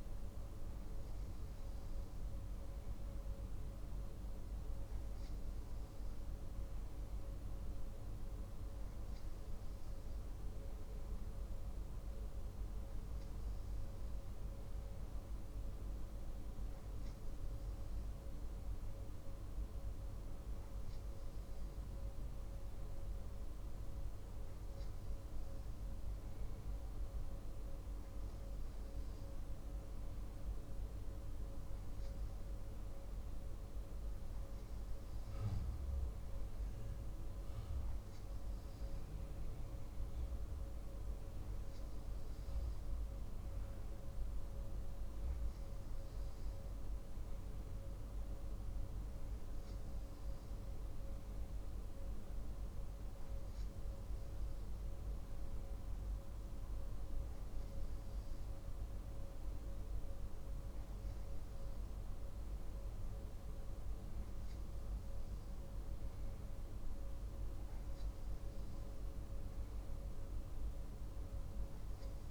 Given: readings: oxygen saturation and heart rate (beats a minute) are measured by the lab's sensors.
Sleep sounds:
breathing in sleep, hard to hear, by a room microphone; none
none scored
From the record:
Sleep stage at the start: N2 (light sleep); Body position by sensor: on the back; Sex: male

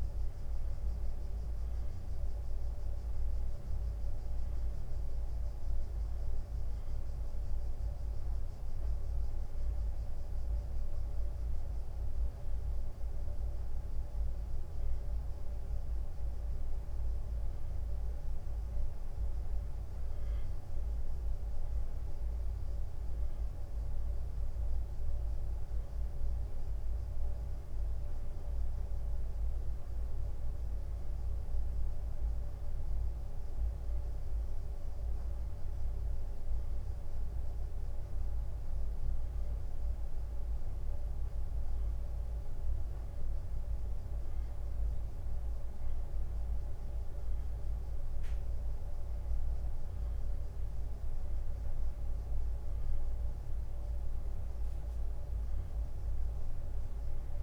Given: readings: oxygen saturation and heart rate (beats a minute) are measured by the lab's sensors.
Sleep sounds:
breathing in sleep, hard to hear, by a room microphone; none
54.50-57.43 s: new sleep stage, N2 (light sleep)
From the record:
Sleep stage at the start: N1 (lightest sleep); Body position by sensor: on the back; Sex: male

